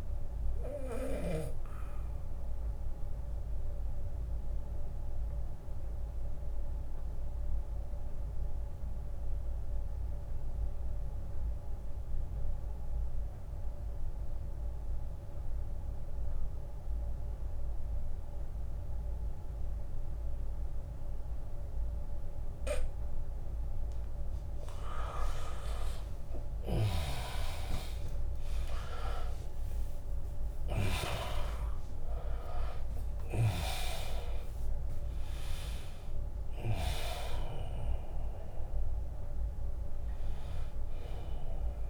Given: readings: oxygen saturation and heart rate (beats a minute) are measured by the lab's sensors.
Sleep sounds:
breathing in sleep by a room microphone; 1
0.00-18.00 s: oxygen desaturation (device-marked, oxygen 88% lowest, heart rate 72 extreme)
4.00-23.50 s: obstructive apnea (oxygen 100% before, 80% lowest, heart rate 78 before, 72 extreme, up 13 after)
6.50-8.50 s: long interval between heartbeats (device-marked, heart rate 79 before, 82 extreme)
24.00-41.90 s: oxygen desaturation (device-marked, oxygen 98% before, 80% lowest, heart rate 80 before, 65 extreme)
26.00-40.00 s: drop in pulse transit time (device-marked, heart rate 80 before, 72 extreme)
27.00-31.00 s: arousal
From the record:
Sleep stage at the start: N2 (light sleep); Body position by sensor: on the back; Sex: male

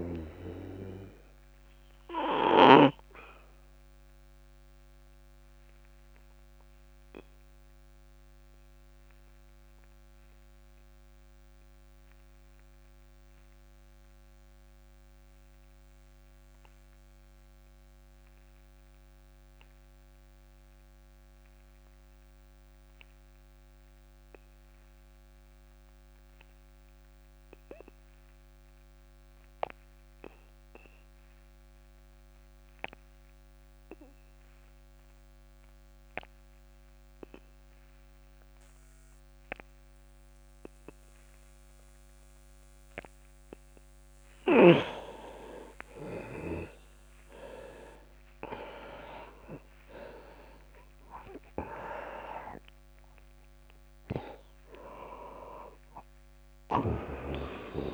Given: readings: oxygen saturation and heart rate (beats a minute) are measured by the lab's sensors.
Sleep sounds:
breathing in sleep by a microphone on the trachea; 1
0.00-22.50 s: oxygen desaturation (device-marked, oxygen 81% lowest)
1.00-43.50 s: obstructive apnea (oxygen 98% before, 81% lowest)
39.50-57.94 s: oxygen desaturation (device-marked, oxygen 98% before, 83% lowest)
47.00-51.50 s: arousal
From the record:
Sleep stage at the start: N2 (light sleep); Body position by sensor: on the back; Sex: male

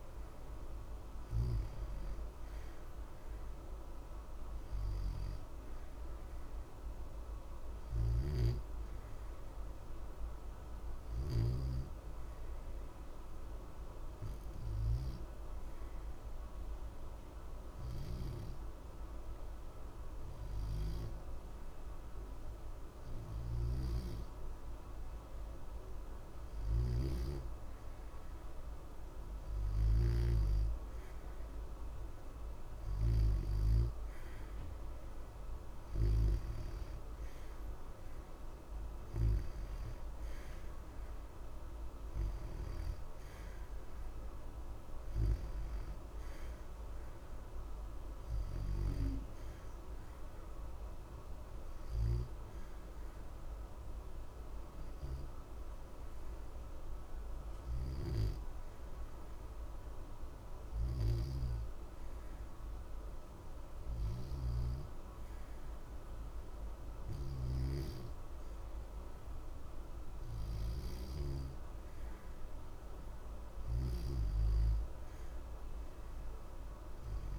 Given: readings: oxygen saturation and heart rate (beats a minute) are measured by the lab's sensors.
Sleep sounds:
breathing in sleep by a room microphone; 2
5.00-16.00 s: oxygen desaturation (device-marked, oxygen 92% before, 88% lowest, heart rate 61 before, 60 extreme)
9.50-24.00 s: obstructive apnea (oxygen 93% before, 88% lowest, heart rate 61 before, 60 extreme, up 0 after)
24.50-28.00 s: arousal
53.00-72.00 s: oxygen desaturation (device-marked, oxygen 92% before, 88% lowest, heart rate 60 before, 60 extreme)
57.00-72.50 s: obstructive apnea (oxygen 92% before, 88% lowest, heart rate 60 before, 60 extreme, up 0 after)
75.00-77.39 s: arousal
From the record:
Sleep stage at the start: N2 (light sleep); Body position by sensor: on the back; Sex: male

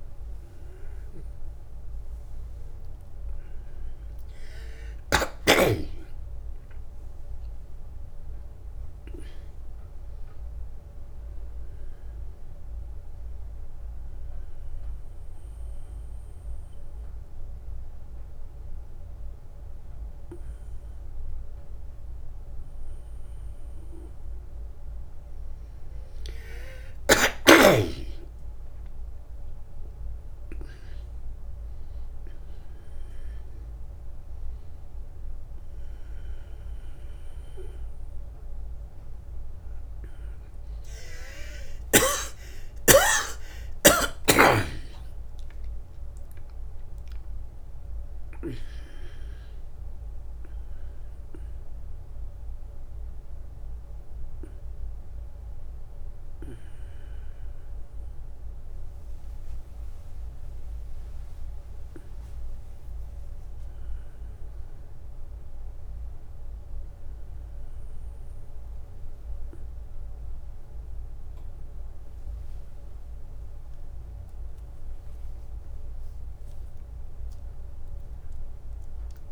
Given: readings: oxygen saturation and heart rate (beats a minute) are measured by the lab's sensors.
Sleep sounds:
a person awake in a sleep study, by a room microphone; none
none scored
From the record:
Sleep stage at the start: awake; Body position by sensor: on the back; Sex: male

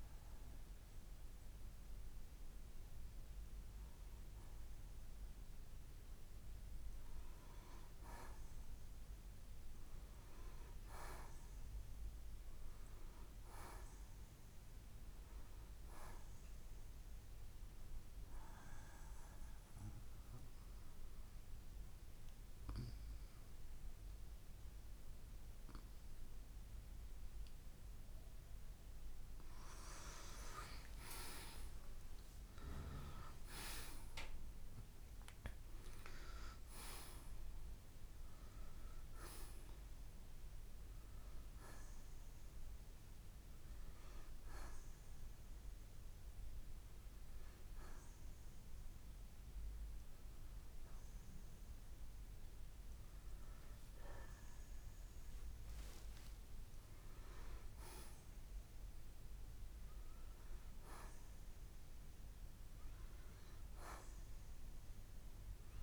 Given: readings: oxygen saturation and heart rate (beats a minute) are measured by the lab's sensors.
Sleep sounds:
breathing in sleep by a room microphone; 1
0.00-15.00 s: oxygen desaturation (device-marked, oxygen 86% lowest, heart rate 56 extreme)
12.50-15.00 s: arousal
18.00-29.00 s: obstructive apnea (oxygen 94% before, 84% lowest, heart rate 66 before, 56 extreme, up 9 after)
23.00-34.00 s: oxygen desaturation (device-marked, oxygen 94% before, 89% lowest, heart rate 64 before, 56 extreme)
30.50-34.50 s: arousal
45.00-59.00 s: oxygen desaturation (device-marked, oxygen 93% before, 84% lowest, heart rate 62 before, 57 extreme)
60.00-64.00 s: arousal
From the record:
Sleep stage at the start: N2 (light sleep); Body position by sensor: on the right side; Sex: male

